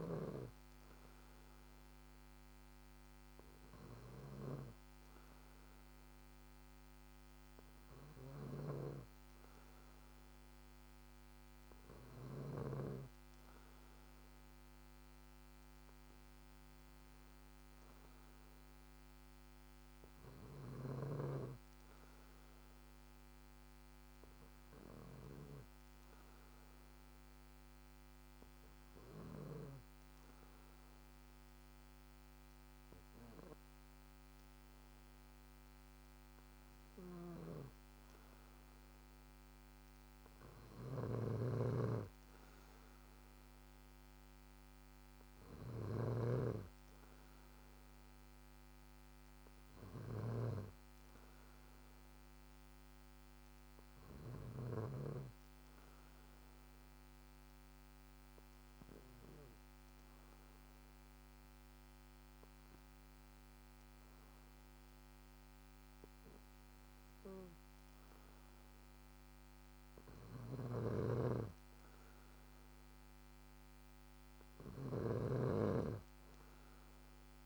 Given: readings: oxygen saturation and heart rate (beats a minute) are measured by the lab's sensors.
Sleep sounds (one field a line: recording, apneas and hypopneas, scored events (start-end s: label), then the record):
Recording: breathing in sleep by a microphone on the trachea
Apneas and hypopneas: 1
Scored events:
0.00-12.50 s: snoring (device-marked)
37.00-54.50 s: snoring (device-marked)
56.00-69.50 s: hypopnea (oxygen 94% before, 93% lowest, heart rate 57 before, 56 extreme, up 3 after)
70.00-77.46 s: snoring (device-marked)
71.50-75.00 s: arousal
From the record:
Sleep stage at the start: N2 (light sleep)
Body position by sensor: on the back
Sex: male